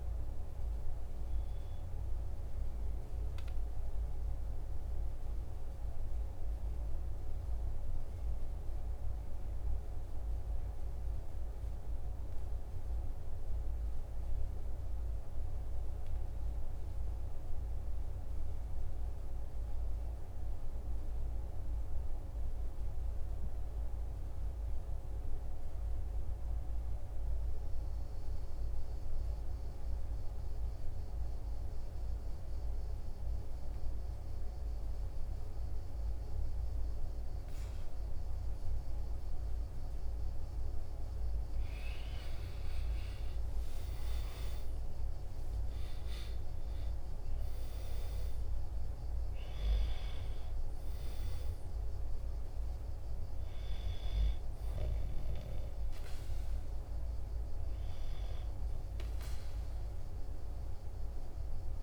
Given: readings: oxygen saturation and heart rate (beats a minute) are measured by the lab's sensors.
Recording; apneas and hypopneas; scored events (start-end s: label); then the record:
breathing in sleep, hard to hear, by a room microphone; 1
0.00-15.00 s: oxygen desaturation (device-marked, oxygen 91% lowest, heart rate 44 extreme)
4.50-40.00 s: obstructive apnea (oxygen 97% before, 90% lowest, heart rate 52 before, 45 extreme, up 4 after)
39.00-61.83 s: oxygen desaturation (device-marked, oxygen 98% before, 90% lowest, heart rate 48 before, 45 extreme)
41.50-45.50 s: arousal
From the record:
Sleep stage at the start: N2 (light sleep); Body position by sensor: on the right side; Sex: male